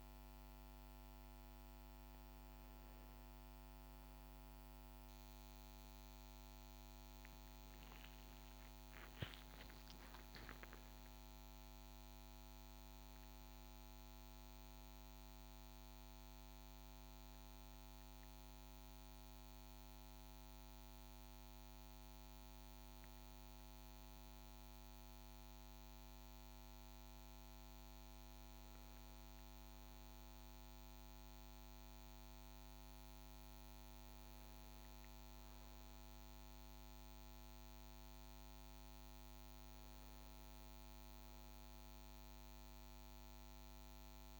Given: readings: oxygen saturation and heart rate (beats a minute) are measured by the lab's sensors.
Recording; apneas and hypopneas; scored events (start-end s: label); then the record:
breathing in sleep, hard to hear, by a microphone on the trachea; none
8.50-12.50 s: arousal
From the record:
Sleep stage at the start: N1 (lightest sleep); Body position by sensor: on the right side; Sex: male